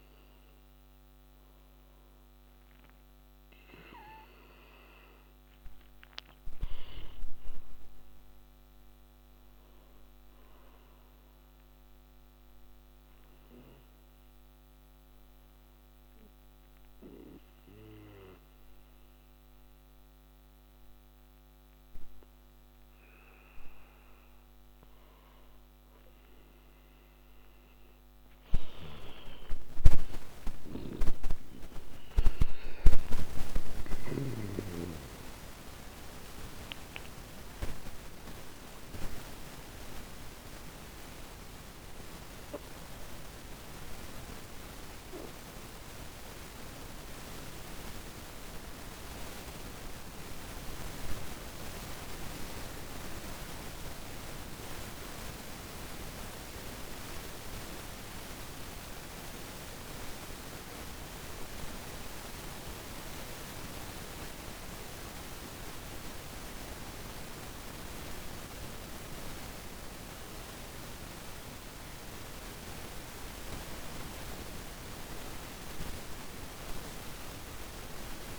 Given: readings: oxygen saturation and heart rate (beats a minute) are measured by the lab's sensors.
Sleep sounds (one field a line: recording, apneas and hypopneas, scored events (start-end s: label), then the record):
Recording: breathing in sleep by a microphone on the trachea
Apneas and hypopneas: 1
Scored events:
28.00-33.00 s: arousal
44.50-78.39 s: new sleep stage, N1 (lightest sleep)
59.00-70.00 s: central apnea (oxygen 97% before, 96% lowest, heart rate 70 before, 63 extreme, up 8 after)
74.50-78.39 s: arousal
From the record:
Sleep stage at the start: N2 (light sleep)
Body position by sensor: on the back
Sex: male